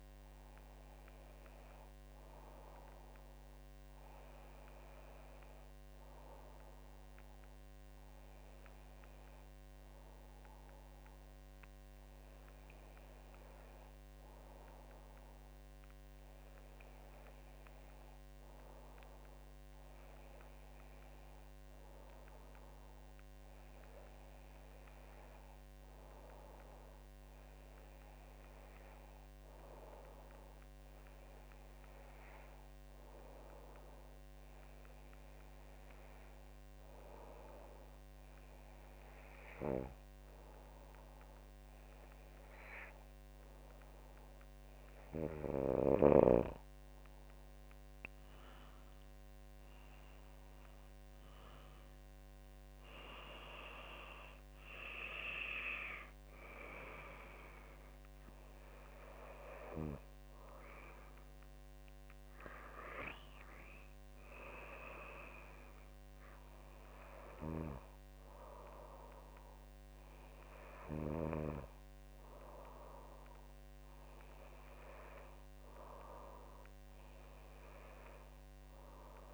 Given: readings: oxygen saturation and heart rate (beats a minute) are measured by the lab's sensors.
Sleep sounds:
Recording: breathing in sleep by a microphone on the trachea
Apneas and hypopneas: none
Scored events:
none scored
From the record:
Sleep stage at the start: N2 (light sleep)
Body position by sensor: on the back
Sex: female

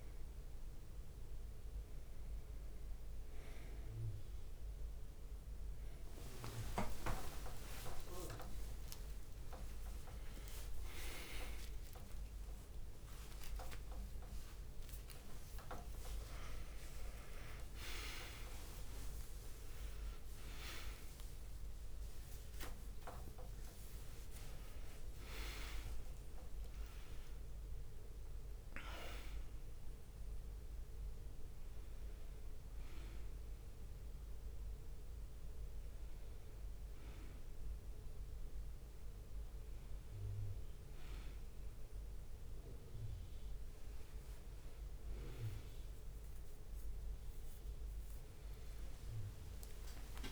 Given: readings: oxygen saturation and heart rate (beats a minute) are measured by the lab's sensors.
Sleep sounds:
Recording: a person awake in a sleep study, by a room microphone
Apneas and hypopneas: none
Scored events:
2.00-12.00 s: drop in pulse transit time (device-marked, heart rate 65 before, 66 extreme)
7.00-9.00 s: long interval between heartbeats (device-marked, heart rate 56 before, 92 extreme)
10.00-50.32 s: bradycardia (device-marked)
17.00 s: drop in pulse transit time (device-marked)
20.00-21.00 s: drop in pulse transit time (device-marked)
21.50-23.50 s: long interval between heartbeats (device-marked)
23.00-27.00 s: drop in pulse transit time (device-marked)
34.50-38.50 s: leg movement (device-marked)
44.00-47.00 s: leg movement (device-marked)
From the record:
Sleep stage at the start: awake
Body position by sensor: on the back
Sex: male

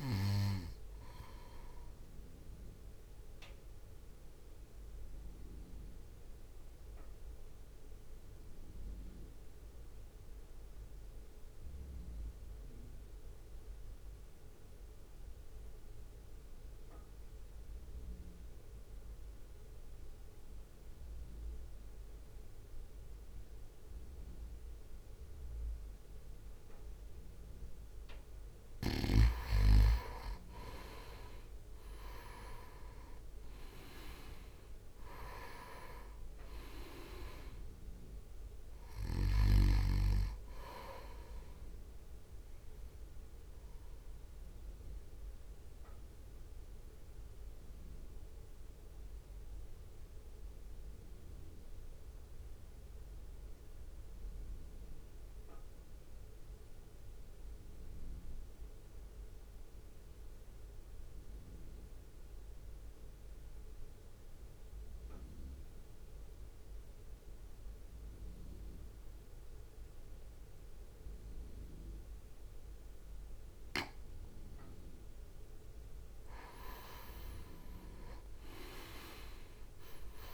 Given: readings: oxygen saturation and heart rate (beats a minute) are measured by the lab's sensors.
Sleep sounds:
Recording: breathing in sleep by a room microphone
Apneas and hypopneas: 2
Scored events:
0.00-2.50 s: drop in pulse transit time (device-marked, heart rate 59 extreme)
0.00-18.50 s: oxygen desaturation (device-marked, oxygen 91% lowest, heart rate 49 extreme)
0.50-27.50 s: mixed apnea (oxygen 98% before, 90% lowest, heart rate 61 before, 49 extreme, up 3 after)
29.50-44.50 s: oxygen desaturation (device-marked, oxygen 97% before, 92% lowest, heart rate 57 before, 49 extreme)
30.00-32.50 s: arousal
32.50-44.50 s: drop in pulse transit time (device-marked, heart rate 58 before, 49 extreme)
42.00-74.00 s: mixed apnea (oxygen 97% before, 89% lowest, heart rate 58 before, 52 extreme, up 5 after)
53.50-63.50 s: oxygen desaturation (device-marked, oxygen 93% before, 90% lowest, heart rate 54 before, 52 extreme)
74.50-80.34 s: oxygen desaturation (device-marked, oxygen 98% before, 92% lowest, heart rate 60 before, 52 extreme)
78.50-80.34 s: drop in pulse transit time (device-marked, heart rate 60 before, 52 extreme)
From the record:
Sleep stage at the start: N2 (light sleep)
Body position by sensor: on the right side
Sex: male

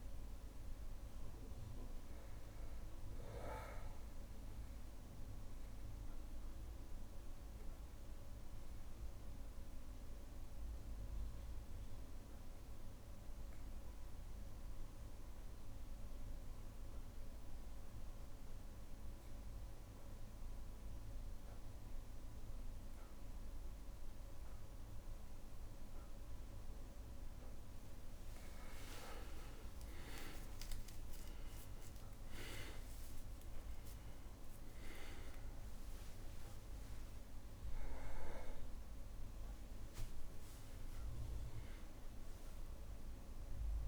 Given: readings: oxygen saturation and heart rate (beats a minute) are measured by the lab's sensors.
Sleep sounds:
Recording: breathing in sleep by a room microphone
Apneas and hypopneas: 1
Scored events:
0.00-14.00 s: oxygen desaturation (device-marked, oxygen 92% lowest, heart rate 60 extreme)
6.50-27.50 s: obstructive apnea (oxygen 98% before, 90% lowest, heart rate 63 before, 60 extreme, up 14 after)
29.00-31.00 s: long interval between heartbeats (device-marked, heart rate 61 before, 71 extreme)
29.50-35.50 s: arousal
30.00-43.88 s: oxygen desaturation (device-marked, oxygen 98% before, 90% lowest, heart rate 62 before, 61 extreme)
37.00-39.00 s: long interval between heartbeats (device-marked, heart rate 67 before, 94 extreme)
37.00-39.00 s: tachycardia (device-marked, heart rate 63 before, 94 extreme)
From the record:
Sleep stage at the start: N2 (light sleep)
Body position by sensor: on the back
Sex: male

